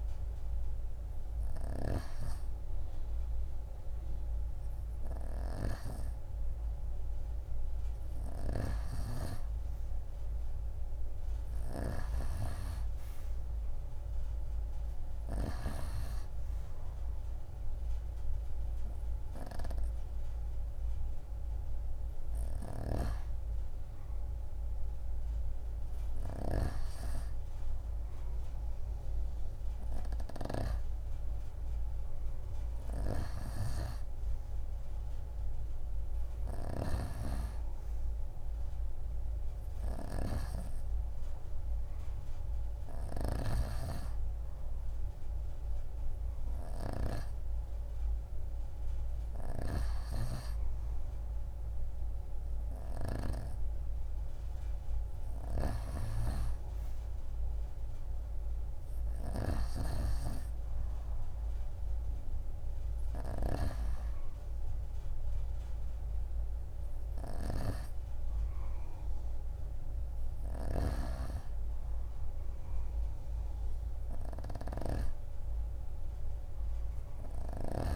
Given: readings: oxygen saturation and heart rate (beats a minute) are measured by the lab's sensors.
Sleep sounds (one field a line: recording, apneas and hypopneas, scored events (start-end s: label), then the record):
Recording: breathing in sleep by a room microphone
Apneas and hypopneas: none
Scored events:
0.00-3.00 s: oxygen desaturation (device-marked, oxygen 89% lowest)
From the record:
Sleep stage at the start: N3 (deep sleep)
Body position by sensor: on the right side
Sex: female